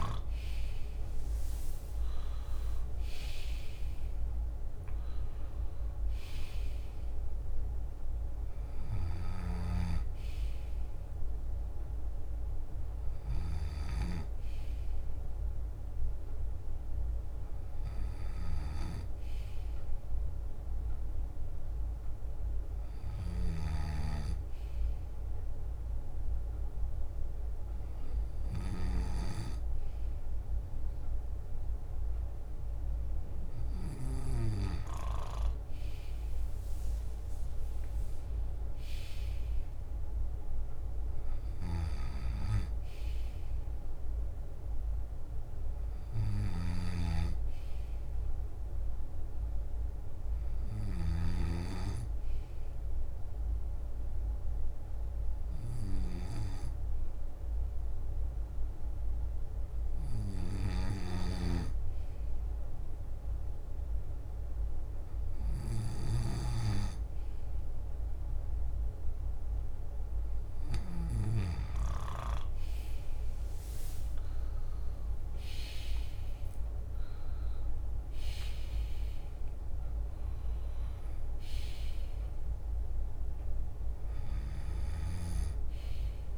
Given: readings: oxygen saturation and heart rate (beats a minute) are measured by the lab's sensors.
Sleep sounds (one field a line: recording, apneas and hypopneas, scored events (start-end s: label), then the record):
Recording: breathing in sleep by a room microphone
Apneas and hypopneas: 1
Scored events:
0.00-4.00 s: arousal
0.00-4.50 s: leg movement (device-marked)
8.00-10.50 s: leg movement (device-marked)
9.00-14.00 s: snoring (device-marked)
9.00-39.00 s: bradycardia (device-marked, heart rate 59 before, 39 extreme)
12.00-13.00 s: leg movement (device-marked)
16.50-22.00 s: leg movement (device-marked)
22.50-24.50 s: long interval between heartbeats (device-marked, heart rate 59 before, 54 extreme)
23.00-29.00 s: snoring (device-marked)
25.00-30.50 s: leg movement (device-marked)
28.00-30.00 s: long interval between heartbeats (device-marked, heart rate 55 before, 46 extreme)
33.50-35.50 s: long interval between heartbeats (device-marked, heart rate 51 before, 46 extreme)
33.50-43.00 s: leg movement (device-marked)
35.00-38.50 s: arousal
41.00-73.00 s: bradycardia (device-marked, heart rate 58 before, 44 extreme)
46.50-51.00 s: snoring (device-marked)
51.00-53.00 s: long interval between heartbeats (device-marked, heart rate 52 before, 55 extreme)
52.50-63.00 s: hypopnea (oxygen 98% before, 95% lowest, heart rate 53 before, 45 extreme, up 11 after)
57.00-79.00 s: drop in pulse transit time (device-marked, heart rate 53 before, 45 extreme)
59.00-68.00 s: leg movement (device-marked)
60.50-66.50 s: snoring (device-marked)
71.50-76.50 s: arousal
72.00-78.50 s: leg movement (device-marked)
79.50-81.00 s: leg movement (device-marked)
83.00-86.38 s: bradycardia (device-marked, heart rate 58 before, 45 extreme)
83.50-86.38 s: leg movement (device-marked)
From the record:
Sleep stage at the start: N2 (light sleep)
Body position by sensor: on the left side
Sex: male